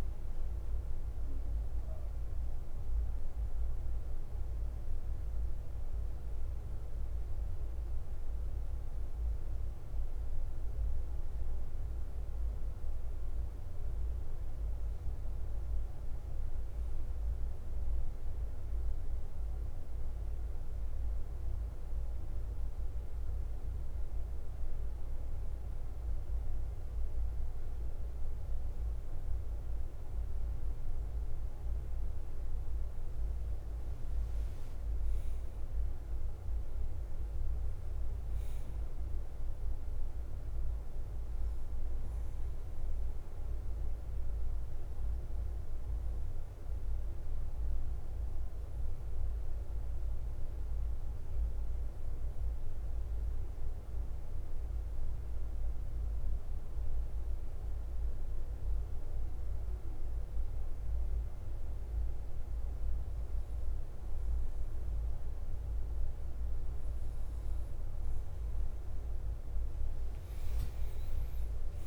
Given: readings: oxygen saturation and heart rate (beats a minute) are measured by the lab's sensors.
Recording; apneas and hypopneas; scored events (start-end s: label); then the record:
breathing in sleep, hard to hear, by a room microphone; 2
0.00-71.87 s: bradycardia (device-marked, heart rate 46 extreme)
10.00-14.00 s: arousal
13.00-71.87 s: new sleep stage, N2 (light sleep)
20.00-32.50 s: obstructive apnea (oxygen 98% before, 93% lowest, heart rate 50 before, 48 extreme, up 1 after)
34.00-37.50 s: arousal
45.00-61.50 s: obstructive apnea (oxygen 98% before, 93% lowest, heart rate 50 before, 48 extreme, up 4 after)
From the record:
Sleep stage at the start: N1 (lightest sleep); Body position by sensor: upright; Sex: male